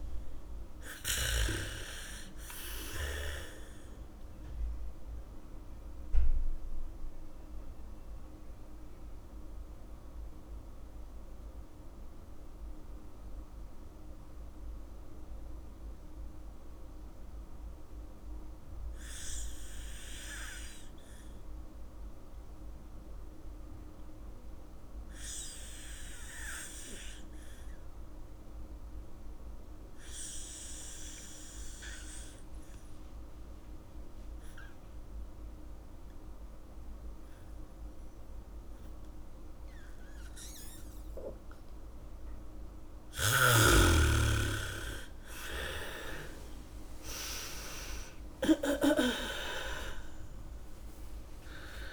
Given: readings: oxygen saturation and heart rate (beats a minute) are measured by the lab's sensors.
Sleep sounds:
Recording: breathing in sleep by a room microphone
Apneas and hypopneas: 1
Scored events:
0.00-19.00 s: oxygen desaturation (device-marked, oxygen 72% lowest, heart rate 56 extreme)
6.50-42.50 s: mixed apnea (oxygen 99% before, 72% lowest, heart rate 63 before, 57 extreme, up 7 after)
25.00-51.93 s: oxygen desaturation (device-marked, oxygen 100% before, 72% lowest, heart rate 76 before, 57 extreme)
40.00-44.00 s: bradycardia (device-marked, heart rate 69 before, 59 extreme)
45.50-49.50 s: arousal
From the record:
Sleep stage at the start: N2 (light sleep)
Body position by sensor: on the back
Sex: female

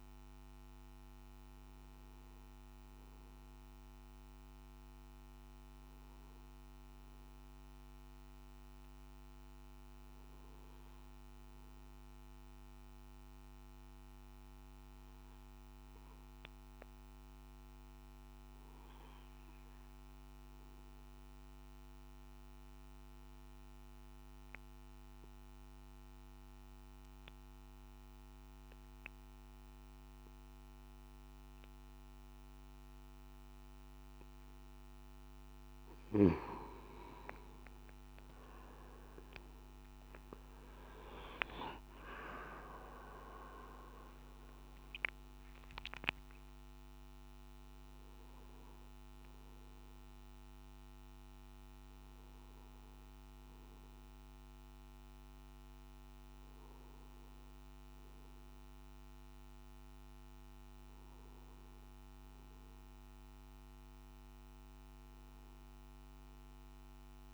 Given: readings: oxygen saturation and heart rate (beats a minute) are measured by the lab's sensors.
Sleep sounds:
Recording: breathing in sleep by a microphone on the trachea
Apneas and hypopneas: 1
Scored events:
0.00-16.00 s: oxygen desaturation (device-marked, oxygen 89% lowest, heart rate 54 extreme)
11.50-35.00 s: obstructive apnea (oxygen 97% before, 89% lowest, heart rate 65 before, 54 extreme, up 16 after)
33.00-67.34 s: oxygen desaturation (device-marked, oxygen 98% before, 89% lowest, heart rate 55 before, 53 extreme)
41.50-43.50 s: long interval between heartbeats (device-marked, heart rate 56 before, 69 extreme)
From the record:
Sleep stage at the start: N1 (lightest sleep)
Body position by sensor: on the back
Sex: male

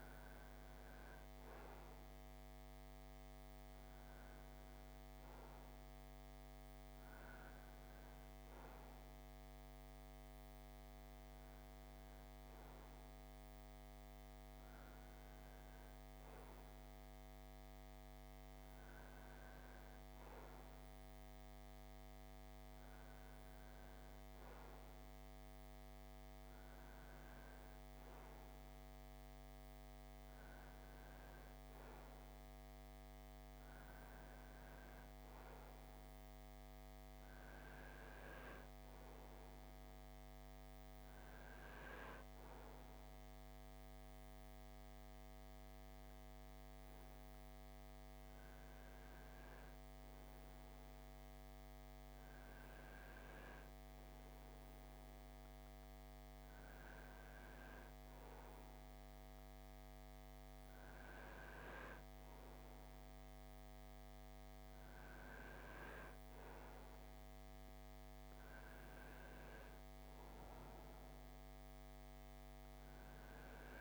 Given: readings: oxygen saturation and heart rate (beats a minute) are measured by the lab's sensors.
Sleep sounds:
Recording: breathing in sleep, hard to hear, by a microphone on the trachea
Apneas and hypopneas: none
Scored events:
none scored
From the record:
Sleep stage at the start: REM sleep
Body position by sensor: on the right side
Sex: male

